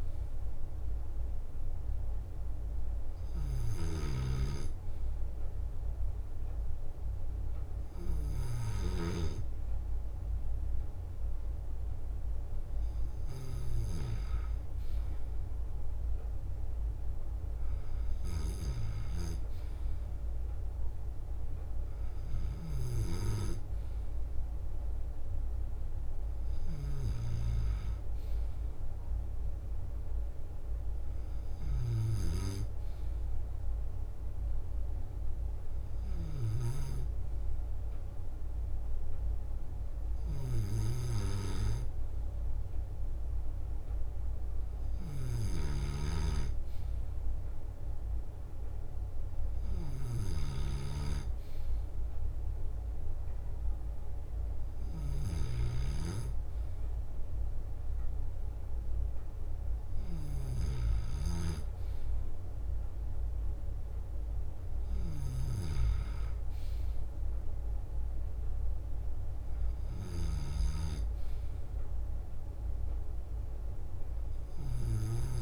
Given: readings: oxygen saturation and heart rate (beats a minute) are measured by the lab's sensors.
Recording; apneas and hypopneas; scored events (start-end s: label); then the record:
breathing in sleep by a room microphone; none
0.00-4.00 s: snoring (device-marked)
0.00-15.50 s: bradycardia (device-marked, heart rate 57 extreme)
1.50-6.50 s: leg movement (device-marked)
13.50-23.00 s: leg movement (device-marked)
22.50-47.50 s: bradycardia (device-marked, heart rate 62 before, 57 extreme)
29.50-33.50 s: leg movement (device-marked)
34.00-35.50 s: leg movement (device-marked)
36.00-42.00 s: leg movement (device-marked)
44.50-46.00 s: leg movement (device-marked)
49.50-59.50 s: bradycardia (device-marked, heart rate 62 before, 59 extreme)
70.50-75.42 s: bradycardia (device-marked, heart rate 61 before, 59 extreme)
From the record:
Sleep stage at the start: N2 (light sleep); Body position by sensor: on the left side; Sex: male